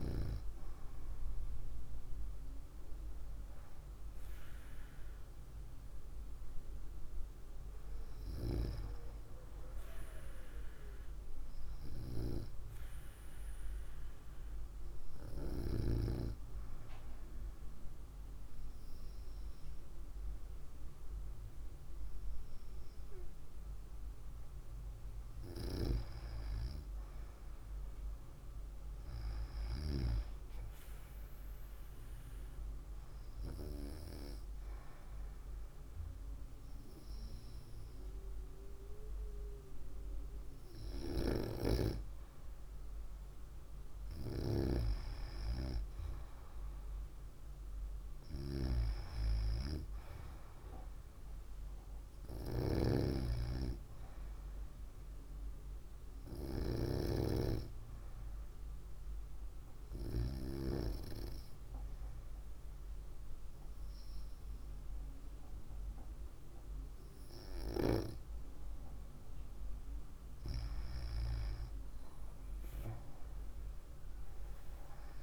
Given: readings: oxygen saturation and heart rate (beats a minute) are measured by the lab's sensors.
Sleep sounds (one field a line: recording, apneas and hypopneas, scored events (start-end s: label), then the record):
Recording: breathing in sleep by a room microphone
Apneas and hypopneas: 2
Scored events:
0.00-3.50 s: arousal
12.50-26.50 s: hypopnea (oxygen 95% before, 93% lowest, heart rate 63 before, 58 extreme, up 4 after)
27.50-32.00 s: arousal
57.50-68.50 s: hypopnea (oxygen 95% before, 94% lowest, heart rate 62 before, 58 extreme, up 4 after)
From the record:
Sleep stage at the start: N2 (light sleep)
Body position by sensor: on the right side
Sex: female